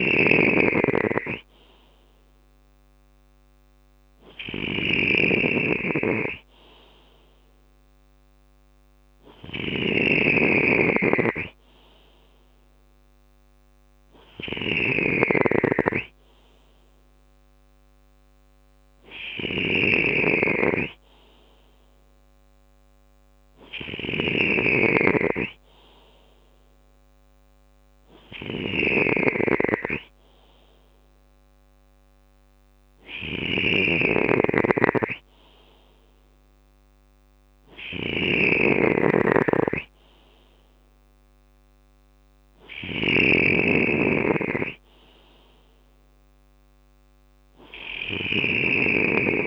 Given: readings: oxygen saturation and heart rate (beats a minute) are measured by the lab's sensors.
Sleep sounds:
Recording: breathing in sleep by a microphone on the trachea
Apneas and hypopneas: none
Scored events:
0.00-49.47 s: snoring (device-marked)
5.00-17.00 s: drop in pulse transit time (device-marked, heart rate 62 before, 59 extreme)
13.00-16.00 s: bradycardia (device-marked, heart rate 61 before, 60 extreme)
From the record:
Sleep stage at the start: N3 (deep sleep)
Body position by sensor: on the left side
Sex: male

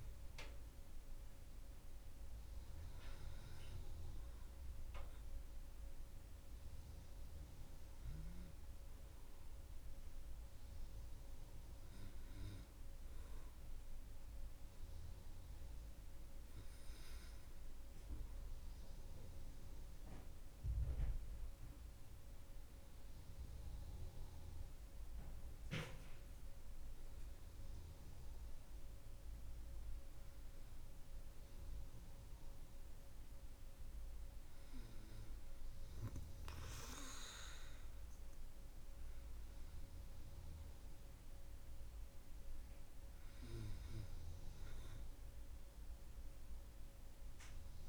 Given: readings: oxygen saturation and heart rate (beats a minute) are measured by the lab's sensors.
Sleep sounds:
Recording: breathing in sleep by a room microphone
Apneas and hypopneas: none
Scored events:
none scored
From the record:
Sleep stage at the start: N2 (light sleep)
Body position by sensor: on the back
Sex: female

